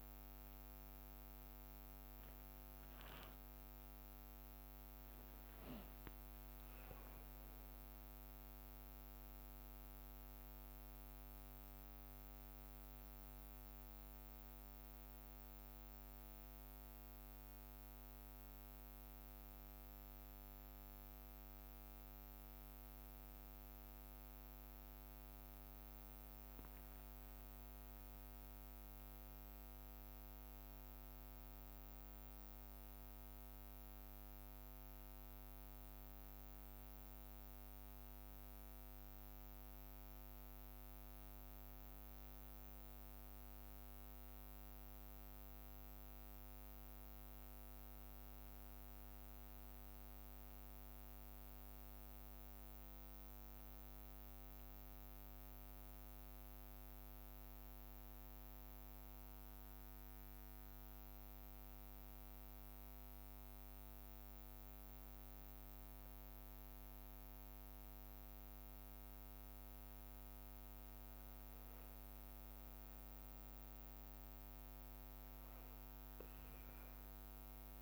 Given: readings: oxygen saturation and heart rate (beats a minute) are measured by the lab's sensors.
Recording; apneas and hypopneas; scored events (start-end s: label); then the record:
a person awake in a sleep study, hard to hear, by a microphone on the trachea; none
14.00-16.00 s: long interval between heartbeats (device-marked, heart rate 42 before, 30 extreme)
15.00-29.00 s: bradycardia (device-marked, heart rate 41 before, 55 extreme)
34.00-71.00 s: bradycardia (device-marked, heart rate 51 before, 58 extreme)
From the record:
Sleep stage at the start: awake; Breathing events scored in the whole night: 150 in 4.4 hours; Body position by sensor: on the back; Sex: male